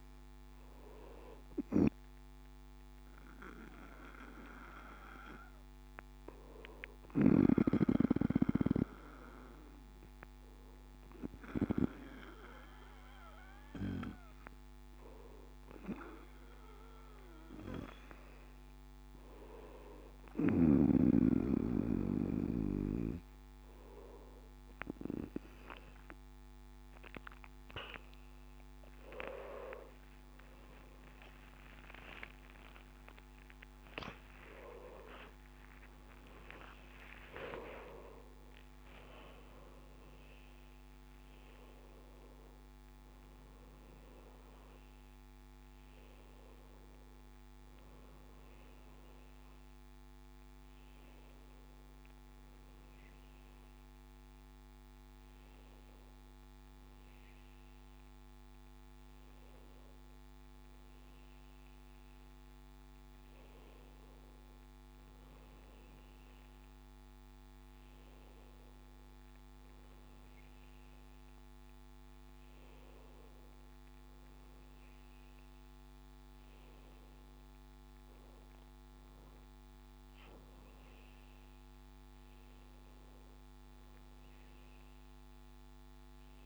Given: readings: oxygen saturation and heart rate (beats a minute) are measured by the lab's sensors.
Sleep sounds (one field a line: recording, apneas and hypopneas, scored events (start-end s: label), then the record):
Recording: breathing in sleep by a microphone on the trachea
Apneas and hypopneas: none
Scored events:
26.00-86.00 s: new sleep stage, N1 (lightest sleep)
30.00-36.50 s: arousal
86.00-86.46 s: new sleep stage, N2 (light sleep)
From the record:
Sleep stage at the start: N2 (light sleep)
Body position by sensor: on the back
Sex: male